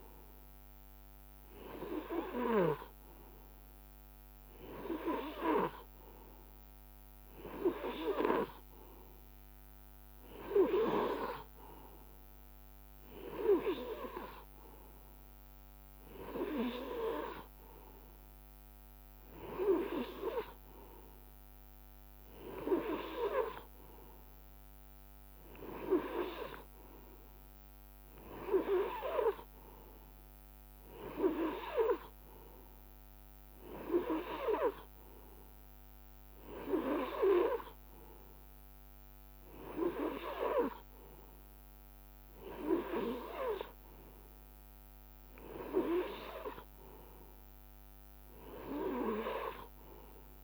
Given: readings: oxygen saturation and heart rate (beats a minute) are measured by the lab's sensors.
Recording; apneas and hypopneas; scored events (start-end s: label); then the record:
breathing in sleep by a microphone on the trachea; none
none scored
From the record:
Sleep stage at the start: N2 (light sleep); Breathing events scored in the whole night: 154 in 4.7 hours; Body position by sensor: on the right side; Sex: male